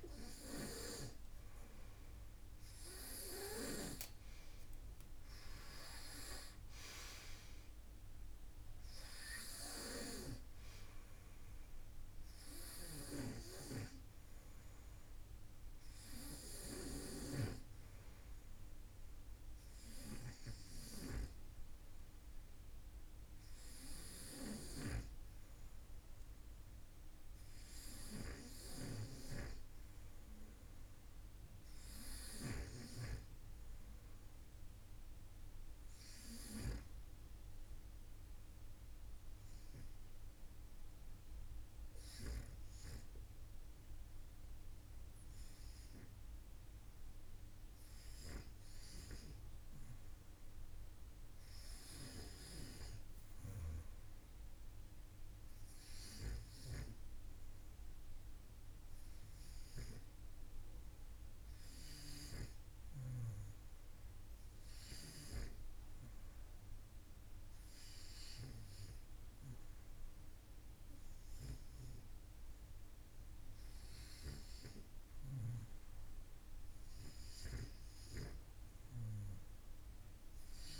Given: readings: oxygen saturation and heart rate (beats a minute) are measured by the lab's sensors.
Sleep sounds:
breathing in sleep by a room microphone; 1
0.00-31.50 s: oxygen desaturation (device-marked, oxygen 90% lowest, heart rate 49 extreme)
36.00-48.50 s: obstructive apnea (oxygen 96% before, 91% lowest, heart rate 56 before, 49 extreme)
52.00-55.50 s: arousal
59.50-75.50 s: oxygen desaturation (device-marked, oxygen 94% before, 91% lowest, heart rate 51 before, 49 extreme)
From the record:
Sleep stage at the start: REM sleep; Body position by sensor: on the front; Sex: male

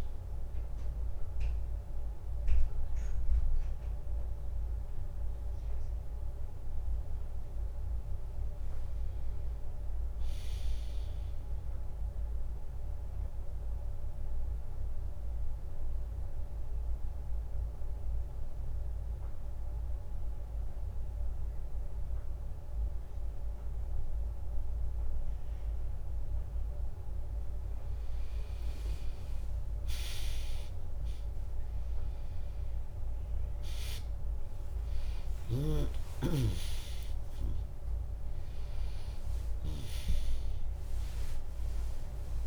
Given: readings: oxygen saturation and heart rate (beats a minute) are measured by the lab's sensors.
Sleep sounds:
breathing in sleep by a room microphone; 1
0.00-5.00 s: drop in pulse transit time (device-marked, heart rate 64 extreme)
13.00-27.00 s: mixed apnea (oxygen 100% before, 96% lowest, heart rate 67 before, 61 extreme)
14.00-24.00 s: drop in pulse transit time (device-marked, heart rate 68 before, 79 extreme)
28.50-33.00 s: arousal
34.00-42.47 s: oxygen desaturation (device-marked, oxygen 99% before, 96% lowest, heart rate 75 before, 61 extreme)
35.50-37.50 s: long interval between heartbeats (device-marked, heart rate 74 before, 73 extreme)
36.00-42.47 s: drop in pulse transit time (device-marked, heart rate 73 before, 75 extreme)
From the record:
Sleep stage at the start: N2 (light sleep); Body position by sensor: on the back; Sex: female

